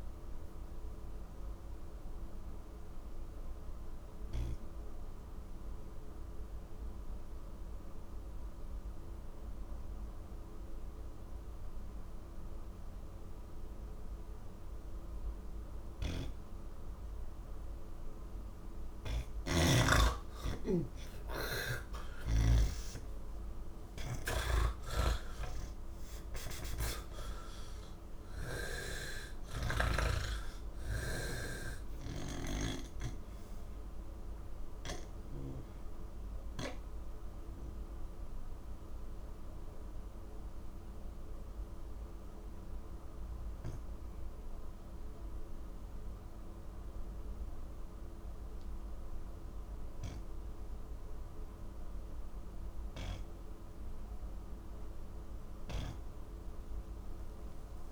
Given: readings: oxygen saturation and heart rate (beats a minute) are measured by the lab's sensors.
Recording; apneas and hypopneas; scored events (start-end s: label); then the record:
breathing in sleep by a room microphone; none
19.00-22.50 s: snoring (device-marked)
31.00-55.00 s: oxygen desaturation (device-marked, oxygen 91% before, 86% lowest, heart rate 85 before, 74 extreme)
From the record:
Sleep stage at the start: N1 (lightest sleep); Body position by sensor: on the back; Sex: male